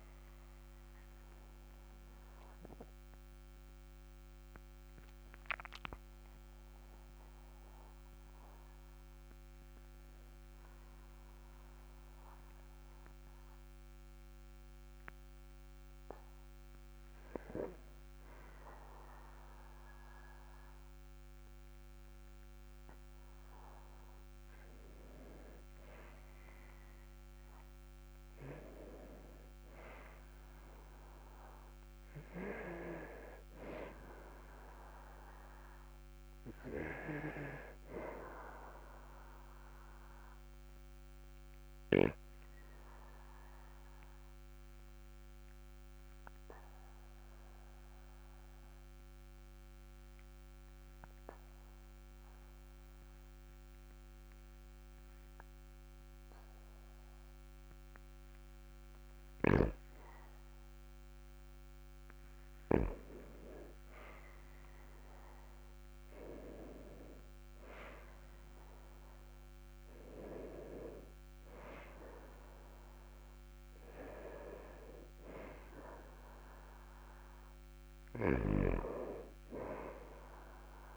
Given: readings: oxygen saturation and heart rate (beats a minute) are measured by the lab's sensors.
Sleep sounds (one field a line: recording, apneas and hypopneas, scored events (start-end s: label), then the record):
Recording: breathing in sleep by a microphone on the trachea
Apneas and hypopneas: 2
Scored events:
2.00-16.50 s: mixed apnea (oxygen 100% before, 97% lowest, heart rate 49 before, 39 extreme, up 6 after)
14.50-80.97 s: new sleep stage, N2 (light sleep)
20.00-24.50 s: arousal
41.00-61.50 s: obstructive apnea (oxygen 99% before, 96% lowest, heart rate 48 before, 38 extreme, up 10 after)
64.00-68.00 s: arousal
From the record:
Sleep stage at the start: N1 (lightest sleep)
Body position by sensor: on the back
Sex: male